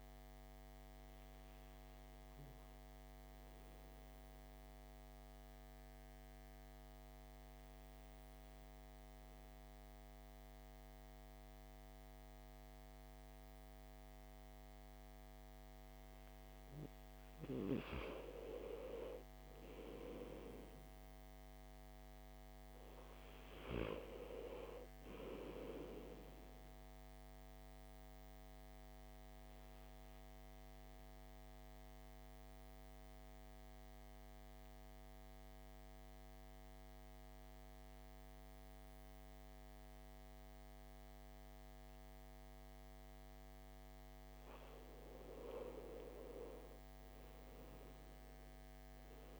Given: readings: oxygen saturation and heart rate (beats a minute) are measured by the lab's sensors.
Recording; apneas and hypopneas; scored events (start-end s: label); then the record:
breathing in sleep by a microphone on the trachea; 2
2.50-17.50 s: obstructive apnea (oxygen 98% before, 91% lowest, heart rate 55 before, 53 extreme, up 3 after)
19.00-22.50 s: arousal
23.50-45.50 s: oxygen desaturation (device-marked, oxygen 98% before, 91% lowest, heart rate 57 before, 53 extreme)
30.00-40.50 s: central apnea (oxygen 98% before, 91% lowest, heart rate 57 before, 53 extreme, up 6 after)
45.50-49.40 s: arousal
From the record:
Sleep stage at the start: N2 (light sleep); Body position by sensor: on the back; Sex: male